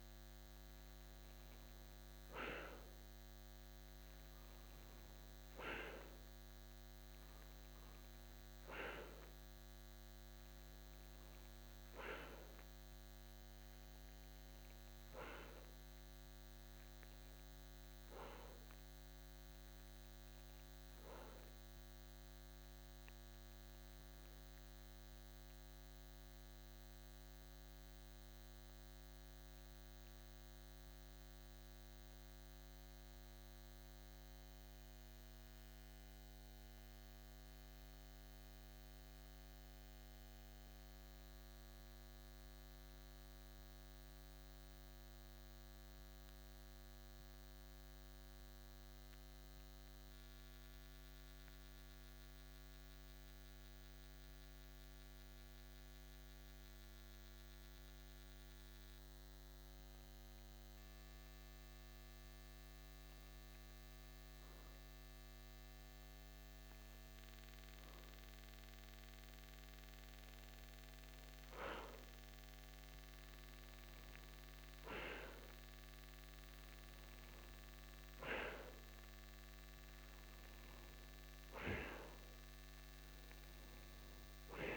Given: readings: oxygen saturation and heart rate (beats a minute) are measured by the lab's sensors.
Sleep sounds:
breathing in sleep by a microphone on the trachea; 1
22.50-48.50 s: oxygen desaturation (device-marked, oxygen 93% before, 90% lowest, heart rate 56 before, 49 extreme)
32.50-58.00 s: central apnea (oxygen 94% before, 90% lowest, heart rate 55 before, 49 extreme, up 4 after)
60.50-64.50 s: arousal
From the record:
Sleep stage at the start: N2 (light sleep); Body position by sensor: on the back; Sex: male

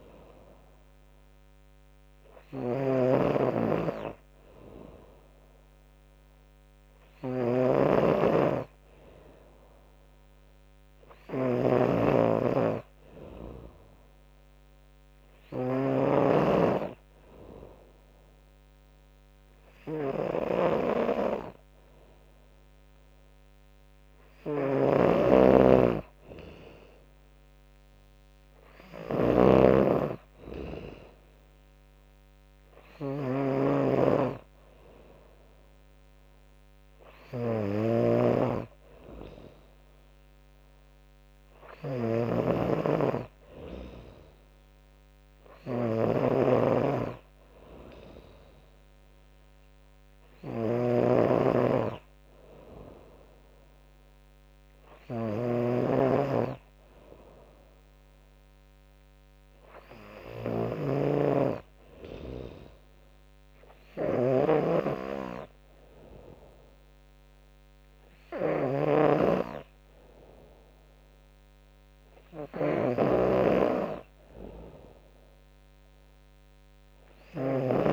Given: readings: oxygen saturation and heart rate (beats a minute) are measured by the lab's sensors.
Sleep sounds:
breathing in sleep by a microphone on the trachea; none
0.00-77.93 s: snoring (device-marked)
4.50-15.50 s: tachycardia (device-marked, heart rate 35 before, 129 extreme)
8.00-10.00 s: long interval between heartbeats (device-marked, heart rate 89 before, 102 extreme)
11.00-13.00 s: long interval between heartbeats (device-marked, heart rate 89 before, 113 extreme)
13.00-15.00 s: long interval between heartbeats (device-marked, heart rate 91 before, 123 extreme)
16.50-27.50 s: tachycardia (device-marked, heart rate 37 before, 124 extreme)
19.50-21.50 s: long interval between heartbeats (device-marked, heart rate 102 before, 104 extreme)
24.00-26.00 s: long interval between heartbeats (device-marked, heart rate 106 before, 119 extreme)
25.50-35.50 s: drop in pulse transit time (device-marked, heart rate 110 before, 94 extreme)
26.00-28.00 s: long interval between heartbeats (device-marked, heart rate 110 before, 118 extreme)
29.50-34.50 s: tachycardia (device-marked, heart rate 40 before, 109 extreme)
32.50-34.50 s: long interval between heartbeats (device-marked, heart rate 113 before, 107 extreme)
39.50-47.50 s: tachycardia (device-marked, heart rate 42 before, 125 extreme)
43.00-45.00 s: long interval between heartbeats (device-marked, heart rate 104 before, 103 extreme)
45.50-47.50 s: long interval between heartbeats (device-marked, heart rate 103 before, 124 extreme)
50.50-52.50 s: long interval between heartbeats (device-marked, heart rate 104 before, 100 extreme)
51.50-77.93 s: tachycardia (device-marked, heart rate 45 before, 179 extreme)
55.00-57.00 s: long interval between heartbeats (device-marked, heart rate 103 before, 118 extreme)
61.50-63.50 s: long interval between heartbeats (device-marked, heart rate 110 before, 109 extreme)
63.50-65.50 s: long interval between heartbeats (device-marked, heart rate 112 before, 125 extreme)
65.50-67.50 s: long interval between heartbeats (device-marked, heart rate 114 before, 120 extreme)
71.50-73.50 s: long interval between heartbeats (device-marked, heart rate 117 before, 129 extreme)
73.50-75.50 s: long interval between heartbeats (device-marked, heart rate 120 before, 118 extreme)
76.00-77.93 s: long interval between heartbeats (device-marked, heart rate 121 before, 126 extreme)
From the record:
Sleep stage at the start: N2 (light sleep); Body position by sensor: on the back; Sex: female

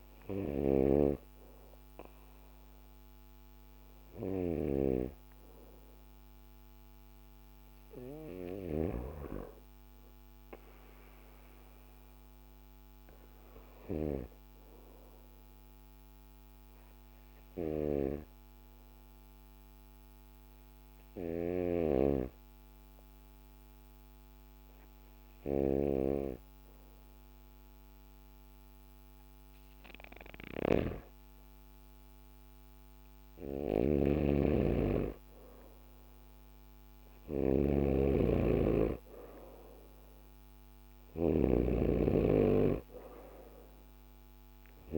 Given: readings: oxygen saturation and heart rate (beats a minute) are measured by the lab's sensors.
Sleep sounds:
breathing in sleep by a microphone on the trachea; 1
0.00-16.00 s: oxygen desaturation (device-marked, oxygen 91% lowest, heart rate 54 extreme)
10.50-33.00 s: obstructive apnea (oxygen 98% before, 88% lowest, heart rate 59 before, 54 extreme, up 3 after)
30.00-44.98 s: snoring (device-marked)
34.50-38.00 s: arousal
35.00-44.98 s: oxygen desaturation (device-marked, oxygen 95% before, 88% lowest, heart rate 56 before, 54 extreme)
From the record:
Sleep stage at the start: N2 (light sleep); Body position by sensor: on the back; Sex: male

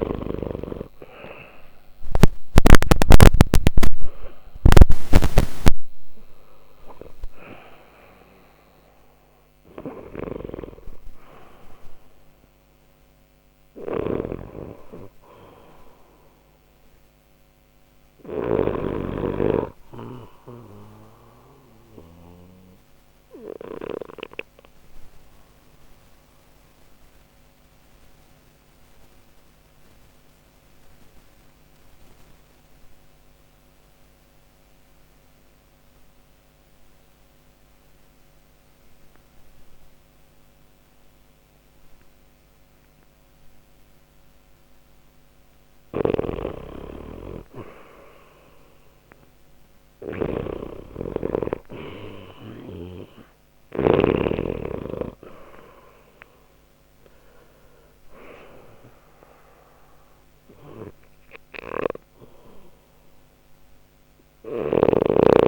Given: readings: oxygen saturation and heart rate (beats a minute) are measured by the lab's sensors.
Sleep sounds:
breathing in sleep by a microphone on the trachea; 1
0.00-28.50 s: oxygen desaturation (device-marked, oxygen 90% lowest, heart rate 59 extreme)
13.50-18.50 s: snoring (device-marked)
21.50-44.50 s: obstructive apnea (oxygen 96% before, 88% lowest, heart rate 63 before, 59 extreme, up 3 after)
44.50-65.48 s: oxygen desaturation (device-marked, oxygen 97% before, 88% lowest, heart rate 60 before, 59 extreme)
45.50-54.00 s: snoring (device-marked)
48.00-53.50 s: arousal
64.00-65.48 s: snoring (device-marked)
From the record:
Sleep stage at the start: N2 (light sleep); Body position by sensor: on the left side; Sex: male

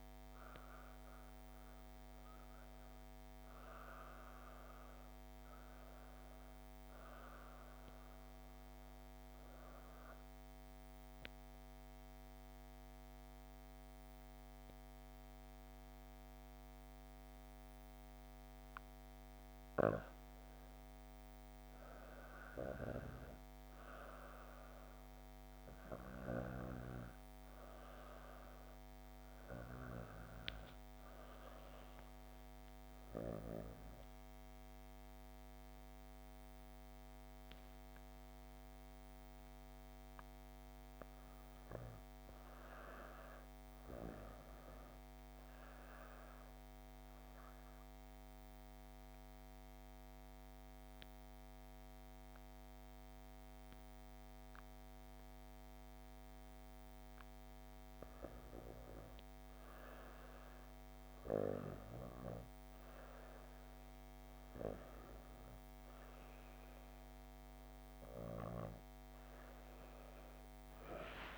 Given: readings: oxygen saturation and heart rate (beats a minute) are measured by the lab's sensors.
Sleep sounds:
breathing in sleep by a microphone on the trachea; 2
9.50-19.50 s: obstructive apnea (oxygen 96% before, 92% lowest, heart rate 60 before, 59 extreme, up 8 after)
29.00-33.50 s: arousal
46.50-58.00 s: obstructive apnea (oxygen 97% before, 92% lowest, heart rate 62 before, 63 extreme, up 8 after)
From the record:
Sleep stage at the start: N2 (light sleep); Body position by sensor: on the back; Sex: female

